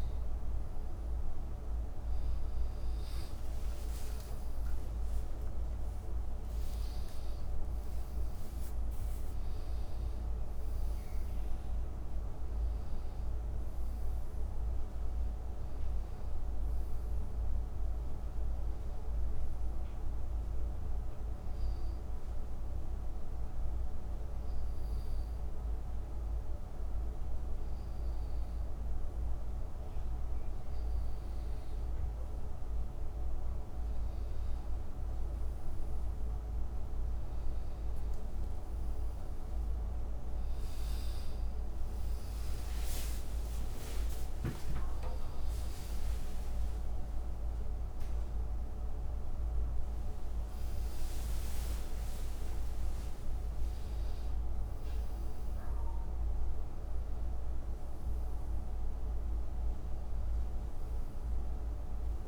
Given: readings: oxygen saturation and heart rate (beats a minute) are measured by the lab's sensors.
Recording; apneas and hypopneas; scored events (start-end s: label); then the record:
breathing in sleep, hard to hear, by a room microphone; 1
4.00-10.50 s: arousal
20.50-33.00 s: hypopnea (oxygen 93% before, 90% lowest, heart rate 82 before, 70 extreme, up 7 after)
34.00-51.00 s: oxygen desaturation (device-marked, oxygen 94% before, 90% lowest, heart rate 72 before, 67 extreme)
41.50-49.00 s: arousal
From the record:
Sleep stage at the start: N2 (light sleep); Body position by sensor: on the back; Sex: male